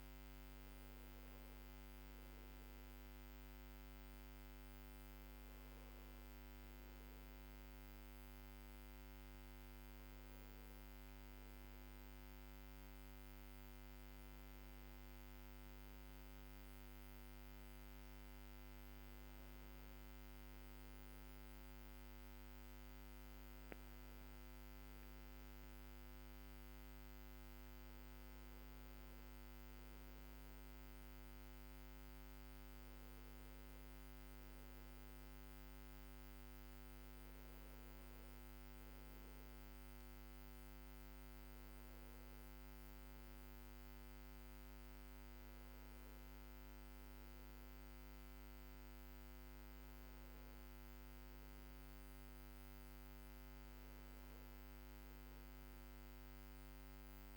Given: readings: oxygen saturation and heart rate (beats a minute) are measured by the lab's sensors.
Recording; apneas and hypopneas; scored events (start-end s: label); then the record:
a person awake in a sleep study, hard to hear, by a microphone on the trachea; none
none scored
From the record:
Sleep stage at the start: awake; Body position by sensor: on the back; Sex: male